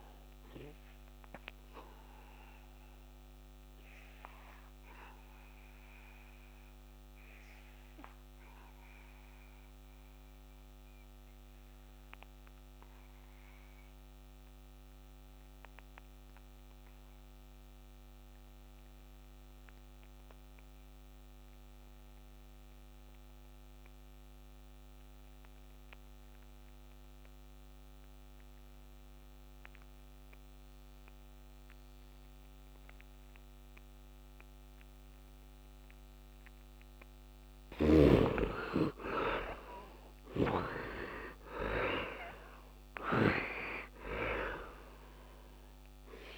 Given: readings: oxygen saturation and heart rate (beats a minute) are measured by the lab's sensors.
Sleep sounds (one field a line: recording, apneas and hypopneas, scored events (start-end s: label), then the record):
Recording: breathing in sleep by a microphone on the trachea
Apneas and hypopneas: 1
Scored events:
0.00-13.00 s: oxygen desaturation (device-marked, oxygen 55% lowest, heart rate 59 extreme)
0.50-34.50 s: obstructive apnea (oxygen 98% before, 48% lowest, heart rate 79 before, 59 extreme, up 7 after)
24.00-46.38 s: oxygen desaturation (device-marked, oxygen 98% before, 48% lowest, heart rate 69 before, 64 extreme)
38.50-42.50 s: arousal
From the record:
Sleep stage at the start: N2 (light sleep)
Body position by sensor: on the right side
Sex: male